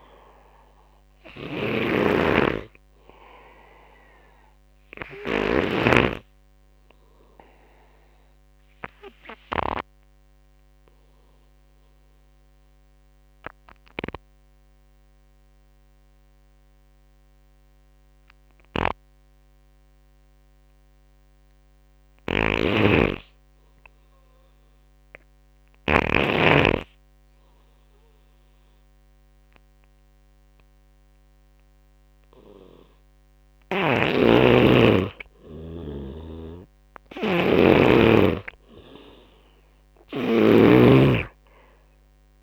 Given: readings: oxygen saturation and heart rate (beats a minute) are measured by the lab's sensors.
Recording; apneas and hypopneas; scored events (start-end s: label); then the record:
breathing in sleep by a microphone on the trachea; 1
0.00-2.50 s: oxygen desaturation (device-marked, oxygen 86% lowest)
0.00-5.00 s: snoring (device-marked)
7.00-31.00 s: obstructive apnea (oxygen 97% before, 85% lowest)
21.50-25.50 s: snoring (device-marked)
33.00-42.43 s: snoring (device-marked)
34.00-38.00 s: arousal
35.50-42.43 s: oxygen desaturation (device-marked, oxygen 96% before, 85% lowest)
From the record:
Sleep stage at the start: N2 (light sleep); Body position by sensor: on the right side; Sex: male